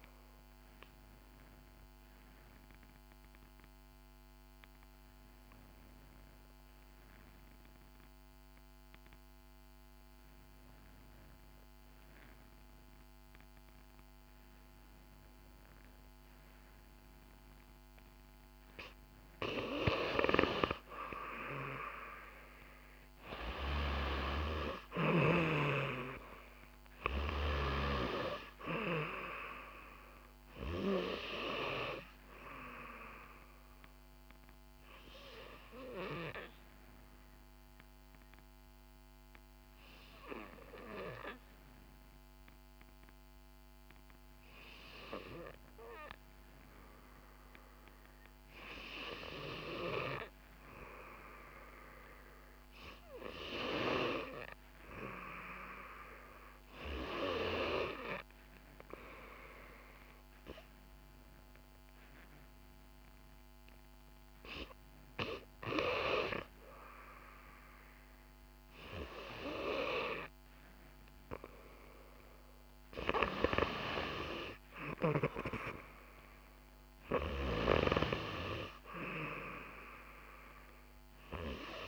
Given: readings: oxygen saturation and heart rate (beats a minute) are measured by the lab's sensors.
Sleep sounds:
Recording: breathing in sleep by a microphone on the trachea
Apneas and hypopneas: 2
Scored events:
0.50-19.00 s: obstructive apnea (oxygen 94% before, 88% lowest, heart rate 64 before, 54 extreme, up 9 after)
3.50-20.50 s: oxygen desaturation (device-marked, oxygen 94% before, 88% lowest, heart rate 64 before, 55 extreme)
22.00-27.00 s: arousal
30.50-48.50 s: oxygen desaturation (device-marked, oxygen 95% before, 88% lowest, heart rate 64 before, 58 extreme)
36.00-49.00 s: obstructive apnea (oxygen 95% before, 88% lowest, heart rate 65 before, 58 extreme, up 4 after)
50.50-54.00 s: arousal
From the record:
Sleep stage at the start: N2 (light sleep)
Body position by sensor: on the back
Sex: female

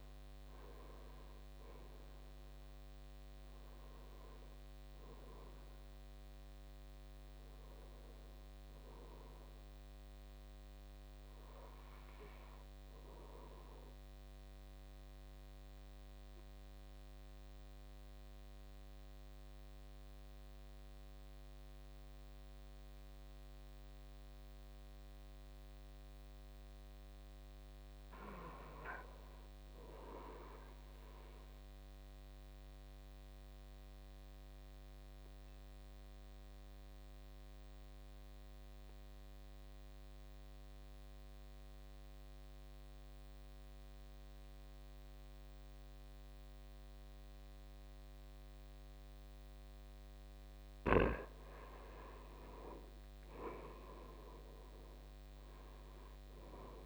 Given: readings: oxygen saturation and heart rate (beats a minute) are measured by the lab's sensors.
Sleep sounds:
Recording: breathing in sleep by a microphone on the trachea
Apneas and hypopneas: 2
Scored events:
0.00-21.50 s: oxygen desaturation (device-marked, oxygen 74% lowest, heart rate 53 extreme)
13.50-27.00 s: obstructive apnea (oxygen 93% before, 76% lowest, heart rate 68 before, 53 extreme, up 6 after)
28.50-31.00 s: arousal
33.00-51.00 s: obstructive apnea (oxygen 100% before, 83% lowest, heart rate 55 before, 54 extreme, up 11 after)
42.50-56.86 s: oxygen desaturation (device-marked, oxygen 98% before, 83% lowest, heart rate 57 before, 54 extreme)
53.00-56.86 s: arousal
From the record:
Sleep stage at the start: N2 (light sleep)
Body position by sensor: on the back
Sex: male

